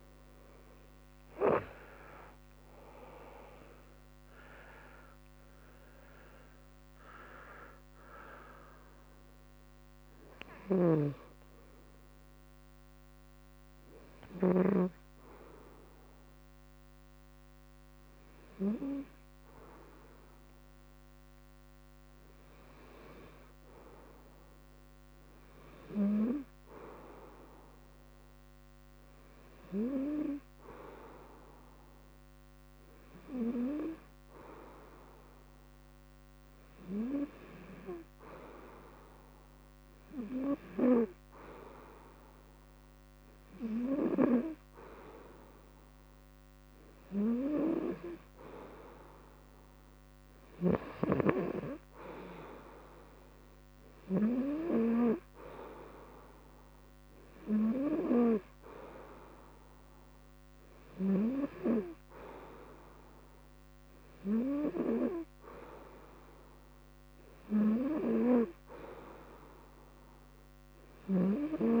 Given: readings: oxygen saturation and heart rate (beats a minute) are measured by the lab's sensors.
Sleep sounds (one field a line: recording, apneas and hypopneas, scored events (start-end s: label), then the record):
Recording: breathing in sleep by a microphone on the trachea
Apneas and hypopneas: 1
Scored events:
0.00-2.00 s: arousal
10.00-14.00 s: snoring (device-marked)
12.50-23.50 s: hypopnea (oxygen 96% before, 92% lowest, heart rate 163 before, 54 extreme, up 15 after)
25.50-29.00 s: arousal
33.50-63.50 s: oxygen desaturation (device-marked, oxygen 97% before, 92% lowest, heart rate 103 before, 68 extreme)
From the record:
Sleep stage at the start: N2 (light sleep)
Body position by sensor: on the front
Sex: male